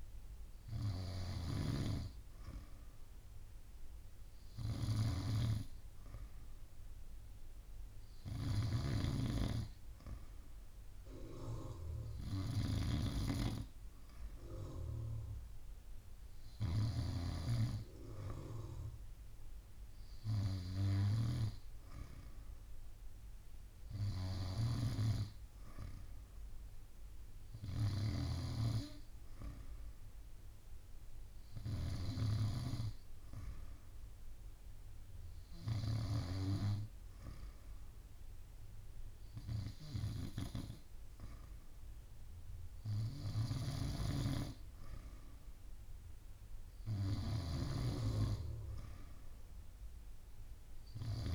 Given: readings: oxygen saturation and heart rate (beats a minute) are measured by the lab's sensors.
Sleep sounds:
breathing in sleep by a room microphone; none
0.00-1.50 s: snoring (device-marked)
8.00-17.00 s: snoring (device-marked)
24.50-32.00 s: snoring (device-marked)
43.00-51.35 s: snoring (device-marked)
From the record:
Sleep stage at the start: N2 (light sleep); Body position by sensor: on the back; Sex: female

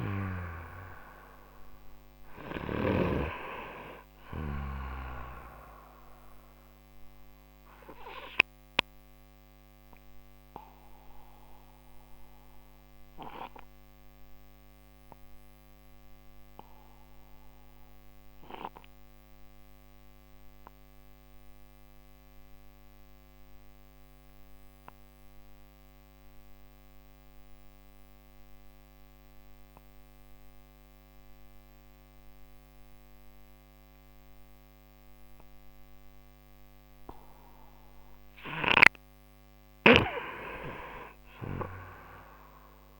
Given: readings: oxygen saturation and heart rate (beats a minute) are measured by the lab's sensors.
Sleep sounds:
breathing in sleep by a microphone on the trachea; 1
0.00-29.00 s: oxygen desaturation (device-marked, oxygen 96% before, 88% lowest)
6.00-38.00 s: obstructive apnea (oxygen 97% before, 88% lowest)
41.00-43.00 s: arousal
41.00-43.00 s: oxygen desaturation (device-marked, oxygen 97% before, 89% lowest)
From the record:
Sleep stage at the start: N2 (light sleep); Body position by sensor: on the right side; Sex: male

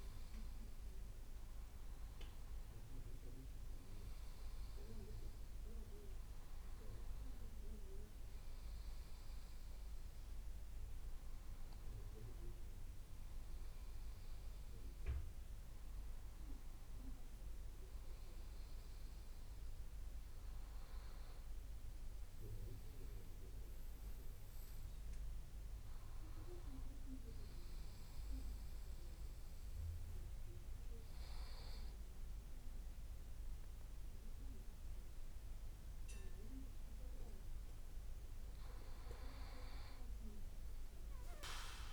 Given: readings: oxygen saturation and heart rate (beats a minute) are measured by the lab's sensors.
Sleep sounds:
breathing in sleep by a room microphone; none
37.00-40.50 s: arousal
From the record:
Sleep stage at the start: N2 (light sleep); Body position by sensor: on the back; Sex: male

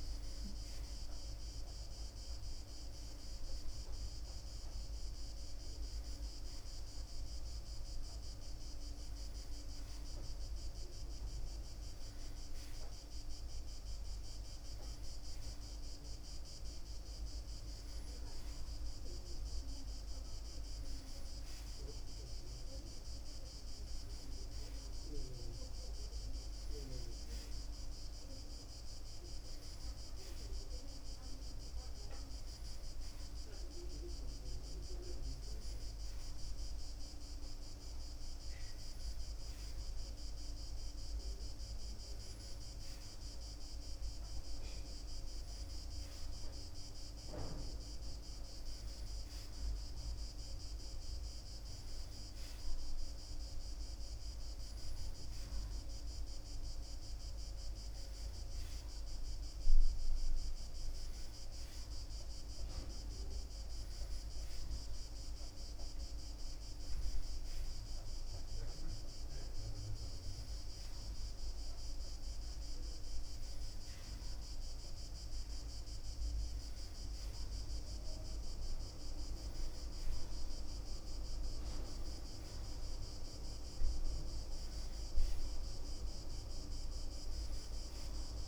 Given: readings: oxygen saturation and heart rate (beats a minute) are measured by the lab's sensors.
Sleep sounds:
breathing in sleep, hard to hear, by a room microphone; none
none scored
From the record:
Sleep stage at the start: N1 (lightest sleep); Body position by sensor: on the right side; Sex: male

